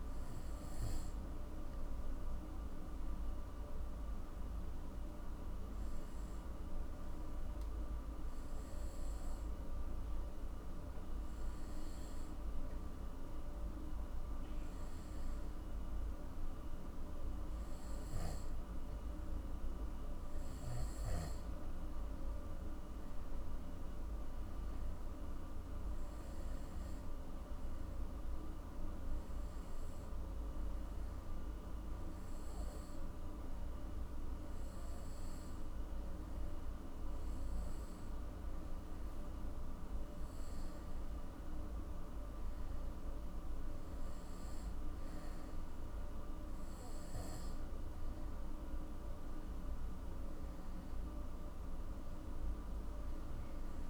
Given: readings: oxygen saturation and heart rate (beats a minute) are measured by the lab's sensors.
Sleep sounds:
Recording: breathing in sleep, hard to hear, by a room microphone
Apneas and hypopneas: 1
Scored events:
28.50-39.50 s: hypopnea (oxygen 96% before, 93% lowest, heart rate 61 before, 59 extreme, up 5 after)
41.00-44.00 s: arousal
From the record:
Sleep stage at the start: N2 (light sleep)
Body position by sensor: on the back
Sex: male

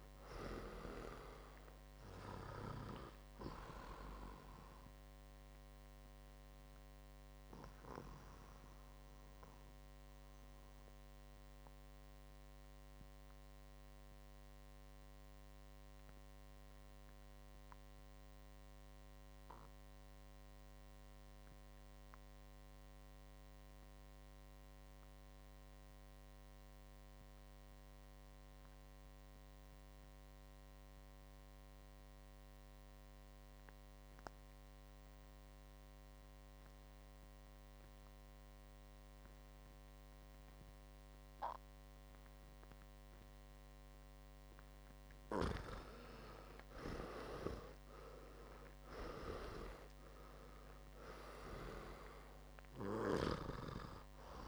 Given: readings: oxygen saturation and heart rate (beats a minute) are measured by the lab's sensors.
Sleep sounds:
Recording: breathing in sleep by a microphone on the trachea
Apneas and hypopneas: 1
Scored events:
0.00-23.00 s: oxygen desaturation (device-marked, oxygen 86% lowest, heart rate 54 extreme)
6.00-43.50 s: mixed apnea (oxygen 98% before, 84% lowest, heart rate 59 before, 54 extreme, up 7 after)
41.00-54.47 s: oxygen desaturation (device-marked, oxygen 98% before, 84% lowest, heart rate 59 before, 54 extreme)
45.00-49.50 s: arousal
From the record:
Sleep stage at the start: REM sleep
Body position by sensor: on the right side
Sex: male

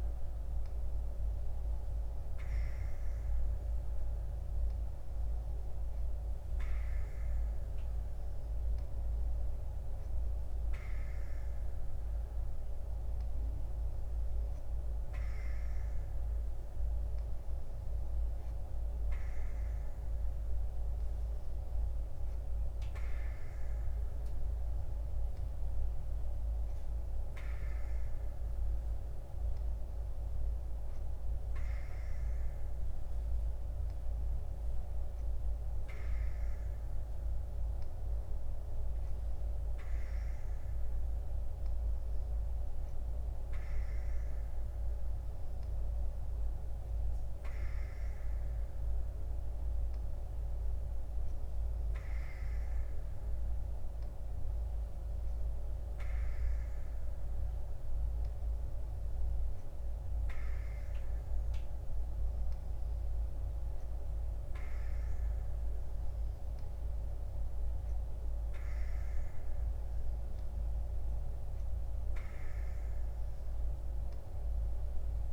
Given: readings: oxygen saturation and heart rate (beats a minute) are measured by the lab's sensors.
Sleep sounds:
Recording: breathing in sleep, hard to hear, by a room microphone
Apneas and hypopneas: none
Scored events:
none scored
From the record:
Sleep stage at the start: N2 (light sleep)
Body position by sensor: on the right side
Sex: female

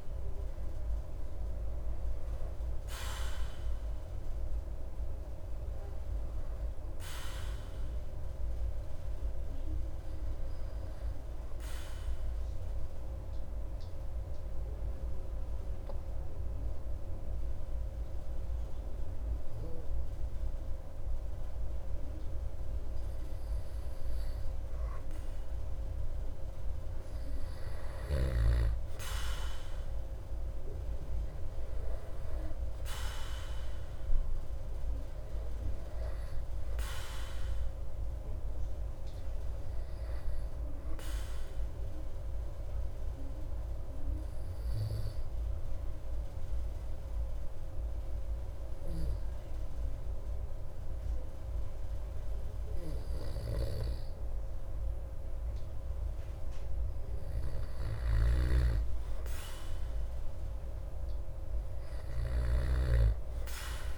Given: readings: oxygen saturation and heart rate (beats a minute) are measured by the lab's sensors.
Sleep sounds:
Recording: breathing in sleep by a room microphone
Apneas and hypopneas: 2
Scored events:
12.50-27.00 s: obstructive apnea (oxygen 97% before, 95% lowest)
29.50-33.00 s: arousal
41.50-54.50 s: obstructive apnea (oxygen 98% before, 95% lowest)
55.50-60.00 s: arousal
58.00-63.98 s: snoring (device-marked)
From the record:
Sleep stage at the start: N2 (light sleep)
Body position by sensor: on the back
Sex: male

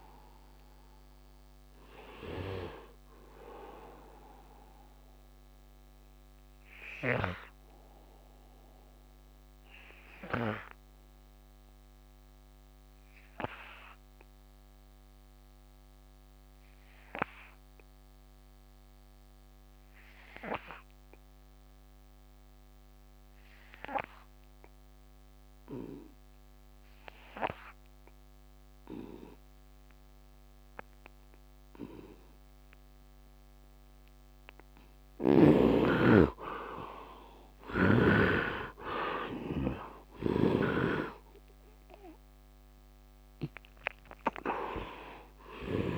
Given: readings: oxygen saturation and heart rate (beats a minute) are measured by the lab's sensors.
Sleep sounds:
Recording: breathing in sleep by a microphone on the trachea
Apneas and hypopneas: 1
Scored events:
0.00-22.00 s: oxygen desaturation (device-marked, oxygen 69% lowest, heart rate 69 extreme)
4.50-34.00 s: obstructive apnea (oxygen 97% before, 69% lowest, heart rate 78 before, 69 extreme, up 21 after)
24.00-45.98 s: oxygen desaturation (device-marked, oxygen 100% before, 72% lowest, heart rate 71 before, 74 extreme)
35.00-39.50 s: arousal
40.00-45.98 s: snoring (device-marked)
From the record:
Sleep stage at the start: N2 (light sleep)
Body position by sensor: on the right side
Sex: male

